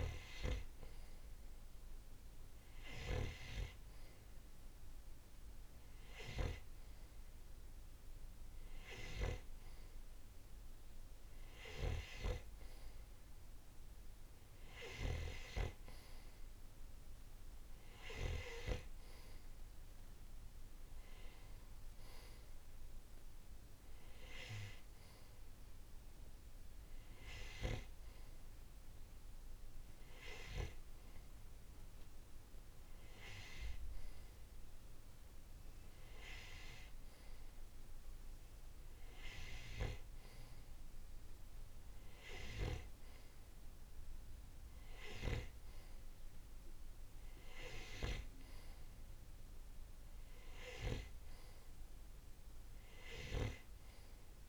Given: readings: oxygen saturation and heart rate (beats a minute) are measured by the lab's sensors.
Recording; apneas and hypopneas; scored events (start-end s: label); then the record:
breathing in sleep by a room microphone; none
none scored
From the record:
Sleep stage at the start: N2 (light sleep); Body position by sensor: on the right side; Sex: male